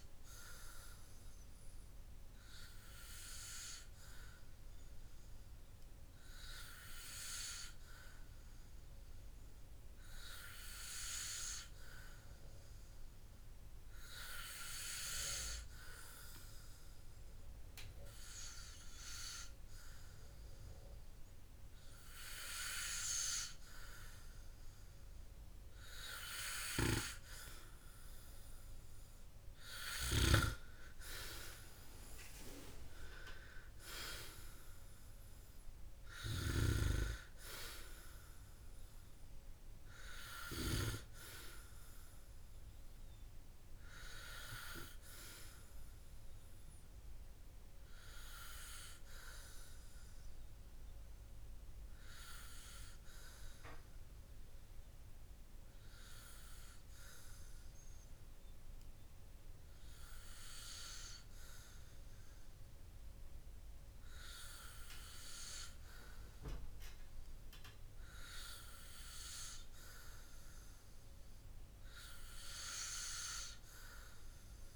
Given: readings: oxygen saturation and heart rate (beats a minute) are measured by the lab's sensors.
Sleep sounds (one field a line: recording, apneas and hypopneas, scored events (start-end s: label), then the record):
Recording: breathing in sleep by a room microphone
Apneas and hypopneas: none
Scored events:
none scored
From the record:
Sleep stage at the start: N2 (light sleep)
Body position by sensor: on the back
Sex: male